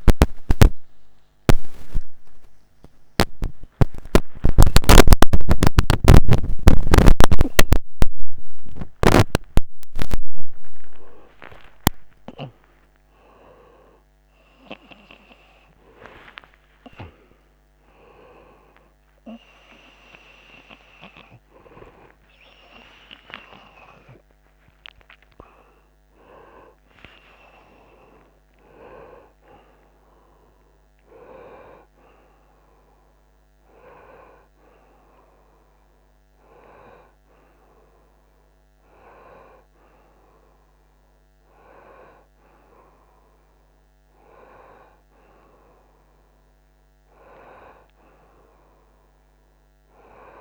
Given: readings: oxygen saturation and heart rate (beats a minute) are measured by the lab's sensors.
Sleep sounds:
a person awake in a sleep study, by a microphone on the trachea; none
0.00-6.00 s: oxygen desaturation (device-marked, oxygen 90% lowest)
16.00-22.00 s: oxygen desaturation (device-marked, oxygen 96% before, 88% lowest)
33.00-41.00 s: oxygen desaturation (device-marked, oxygen 91% before, 84% lowest, heart rate 46 before, 26 extreme)
39.00-50.41 s: new sleep stage, N1 (lightest sleep)
43.00-50.00 s: oxygen desaturation (device-marked, oxygen 91% before, 86% lowest, heart rate 35 before, 26 extreme)
From the record:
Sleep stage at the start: awake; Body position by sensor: on the right side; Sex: male

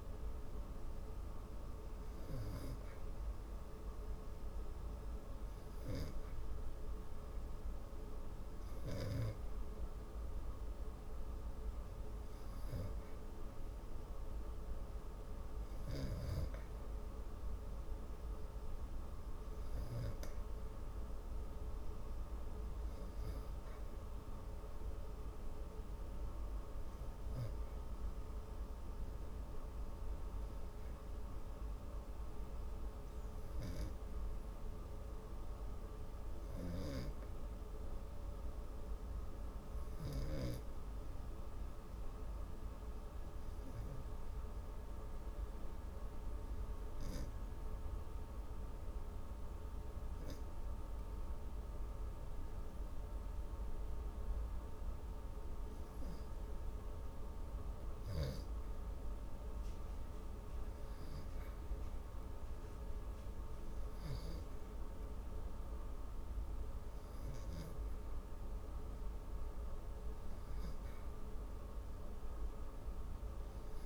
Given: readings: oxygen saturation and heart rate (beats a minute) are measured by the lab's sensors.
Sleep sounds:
breathing in sleep, hard to hear, by a room microphone; 1
23.00-26.50 s: arousal
31.50-56.50 s: oxygen desaturation (device-marked, oxygen 93% before, 89% lowest)
34.00-53.00 s: hypopnea (oxygen 94% before, 89% lowest)
55.50-60.00 s: arousal
From the record:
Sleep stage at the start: REM sleep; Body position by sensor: on the back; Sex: female

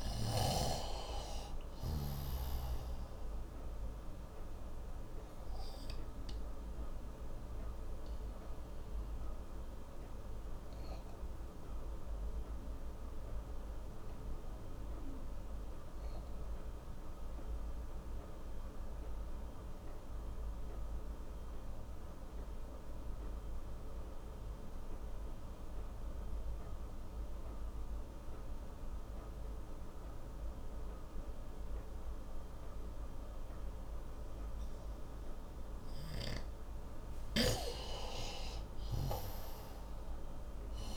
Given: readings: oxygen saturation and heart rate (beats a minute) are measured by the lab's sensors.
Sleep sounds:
breathing in sleep by a room microphone; 1
0.00-26.50 s: oxygen desaturation (device-marked, oxygen 88% lowest)
3.50-35.50 s: obstructive apnea (oxygen 97% before, 88% lowest)
38.50-40.97 s: arousal
38.50-40.97 s: oxygen desaturation (device-marked, oxygen 97% before, 89% lowest)
From the record:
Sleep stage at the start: N2 (light sleep); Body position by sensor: on the right side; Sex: male

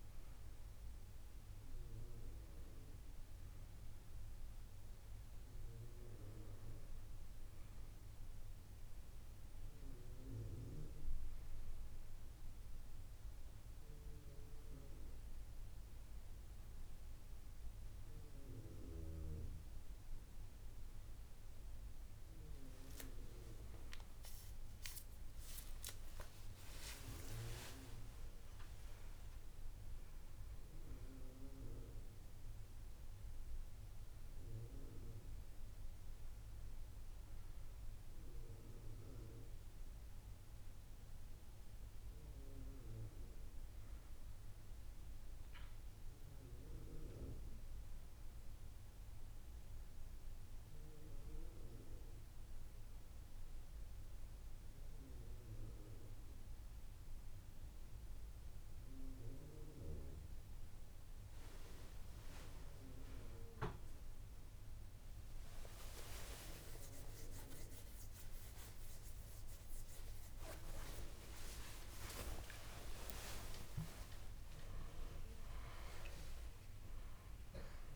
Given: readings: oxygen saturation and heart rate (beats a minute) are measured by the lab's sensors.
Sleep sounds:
a person awake in a sleep study, by a room microphone; none
27.50-29.50 s: long interval between heartbeats (device-marked)
29.50-77.96 s: new sleep stage, awake
32.50-34.50 s: long interval between heartbeats (device-marked)
53.50-55.50 s: long interval between heartbeats (device-marked)
67.00-69.00 s: long interval between heartbeats (device-marked)
68.50-77.96 s: drop in pulse transit time (device-marked)
74.00-76.00 s: long interval between heartbeats (device-marked)
From the record:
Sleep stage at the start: N1 (lightest sleep); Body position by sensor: on the back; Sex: female

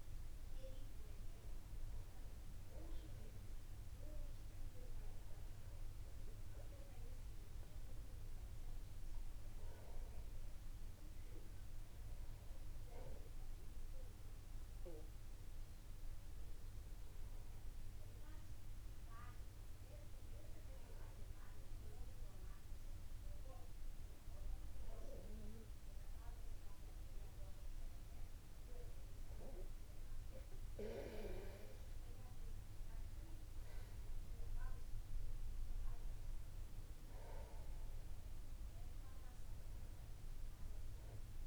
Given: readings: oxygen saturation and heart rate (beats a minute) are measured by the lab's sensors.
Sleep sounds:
breathing in sleep by a room microphone; none
none scored
From the record:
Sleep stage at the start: N2 (light sleep); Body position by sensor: upright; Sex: male

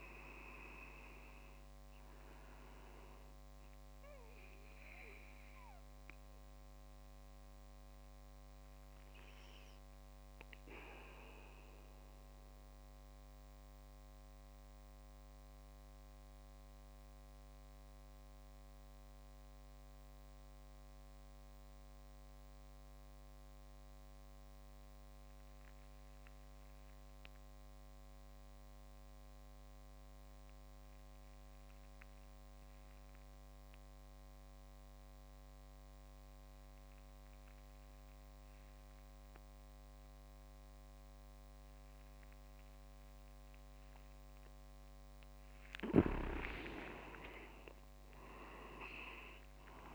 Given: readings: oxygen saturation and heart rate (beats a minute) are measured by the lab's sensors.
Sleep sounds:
breathing in sleep by a microphone on the trachea; 1
5.00-44.00 s: obstructive apnea (oxygen 99% before, 93% lowest)
42.00-49.95 s: oxygen desaturation (device-marked, oxygen 98% before, 93% lowest)
46.00-49.00 s: arousal
46.50-48.00 s: leg movement (device-marked)
From the record:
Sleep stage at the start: N2 (light sleep); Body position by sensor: on the back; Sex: male

